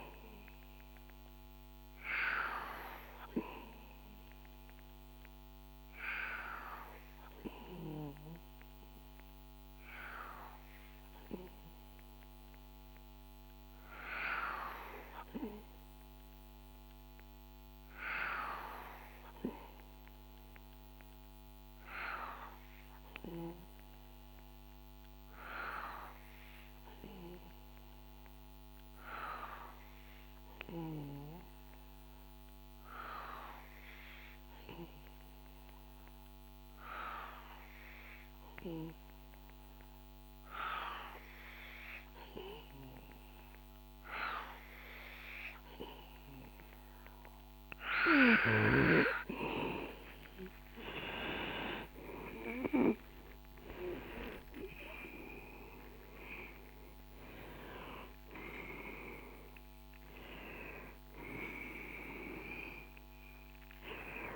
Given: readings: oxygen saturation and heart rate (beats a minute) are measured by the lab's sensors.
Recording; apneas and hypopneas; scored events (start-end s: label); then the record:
breathing in sleep by a microphone on the trachea; 1
20.50-45.00 s: obstructive apnea (oxygen 94% before, 91% lowest, heart rate 63 before, 61 extreme, up 8 after)
37.00-54.00 s: oxygen desaturation (device-marked, oxygen 95% before, 91% lowest, heart rate 62 before, 63 extreme)
50.00-55.00 s: arousal
From the record:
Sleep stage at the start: N2 (light sleep); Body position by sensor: on the back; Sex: male